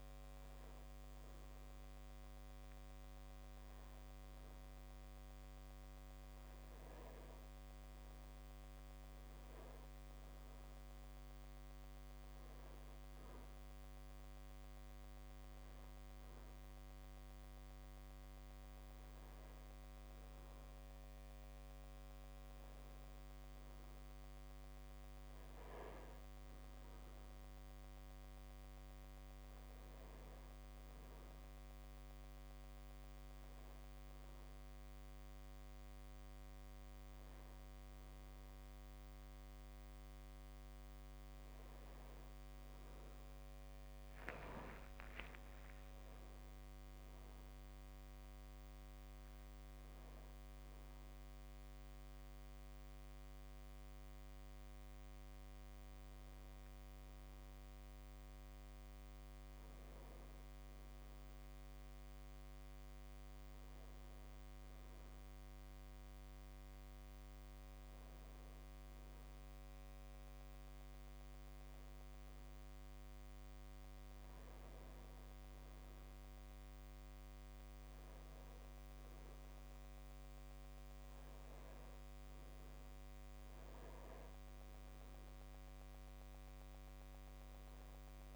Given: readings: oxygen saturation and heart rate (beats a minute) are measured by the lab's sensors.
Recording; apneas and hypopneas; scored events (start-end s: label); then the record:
a person awake in a sleep study, hard to hear, by a microphone on the trachea; none
none scored
From the record:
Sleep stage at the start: awake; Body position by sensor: on the back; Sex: male